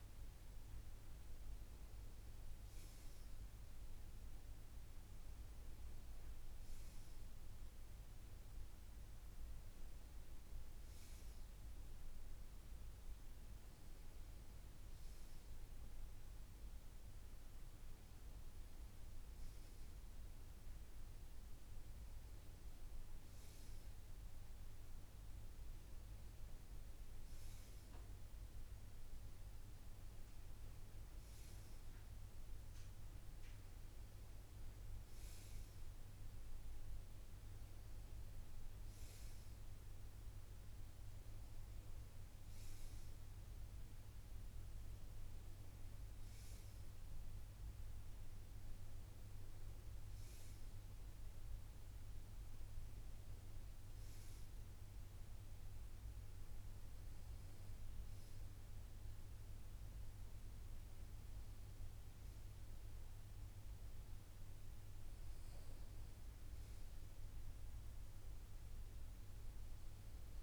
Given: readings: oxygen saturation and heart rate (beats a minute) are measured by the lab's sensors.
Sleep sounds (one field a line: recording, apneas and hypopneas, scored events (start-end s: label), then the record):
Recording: breathing in sleep, hard to hear, by a room microphone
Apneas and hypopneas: none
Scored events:
none scored
From the record:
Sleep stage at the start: N2 (light sleep)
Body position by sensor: on the right side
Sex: male